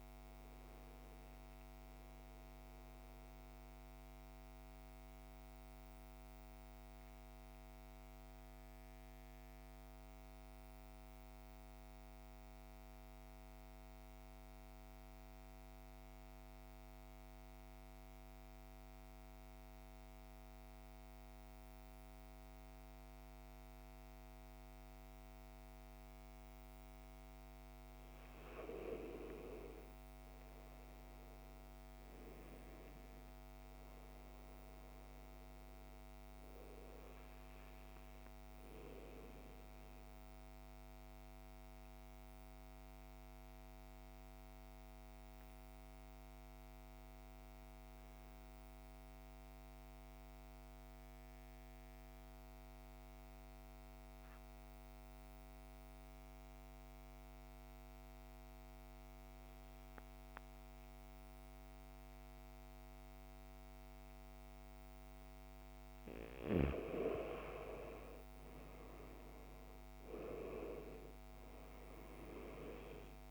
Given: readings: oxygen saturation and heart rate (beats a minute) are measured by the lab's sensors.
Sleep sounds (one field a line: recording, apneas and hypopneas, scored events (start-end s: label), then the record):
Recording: breathing in sleep by a microphone on the trachea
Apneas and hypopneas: 2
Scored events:
0.00-19.00 s: oxygen desaturation (device-marked, oxygen 85% lowest, heart rate 51 extreme)
3.00-27.50 s: central apnea (oxygen 97% before, 85% lowest, heart rate 61 before, 51 extreme, up 11 after)
30.00-33.00 s: arousal
31.00-55.00 s: oxygen desaturation (device-marked, oxygen 99% before, 86% lowest, heart rate 55 before, 52 extreme)
40.00-65.00 s: mixed apnea (oxygen 100% before, 86% lowest, heart rate 60 before, 52 extreme, up 10 after)
67.00-73.31 s: oxygen desaturation (device-marked, oxygen 99% before, 86% lowest, heart rate 54 before, 50 extreme)
67.50-71.50 s: arousal
From the record:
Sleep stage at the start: N2 (light sleep)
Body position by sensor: on the right side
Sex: male